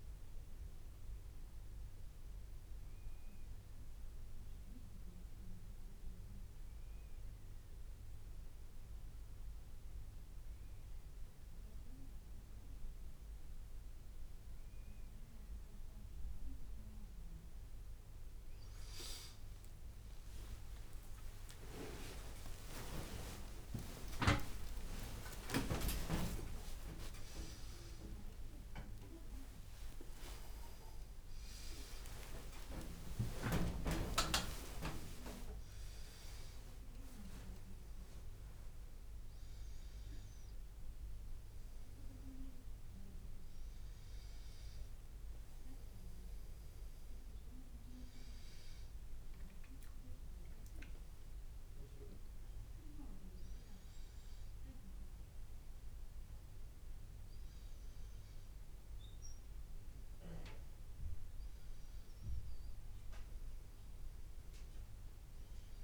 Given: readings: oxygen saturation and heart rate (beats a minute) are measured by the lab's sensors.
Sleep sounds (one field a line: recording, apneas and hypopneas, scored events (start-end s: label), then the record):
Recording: a person partly awake in a sleep study, by a room microphone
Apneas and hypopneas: none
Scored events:
19.50-21.50 s: long interval between heartbeats (device-marked, heart rate 83 before, 96 extreme)
24.50-26.50 s: long interval between heartbeats (device-marked, heart rate 89 before, 132 extreme)
27.00-29.00 s: long interval between heartbeats (device-marked, heart rate 97 before, 138 extreme)
27.00-57.00 s: new sleep stage, awake
31.50-33.50 s: long interval between heartbeats (device-marked, heart rate 108 before, 115 extreme)
50.50-52.50 s: long interval between heartbeats (device-marked, heart rate 101 before, 100 extreme)
57.00-65.84 s: new sleep stage, N1 (lightest sleep)
From the record:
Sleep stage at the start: N2 (light sleep)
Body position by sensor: on the back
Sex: male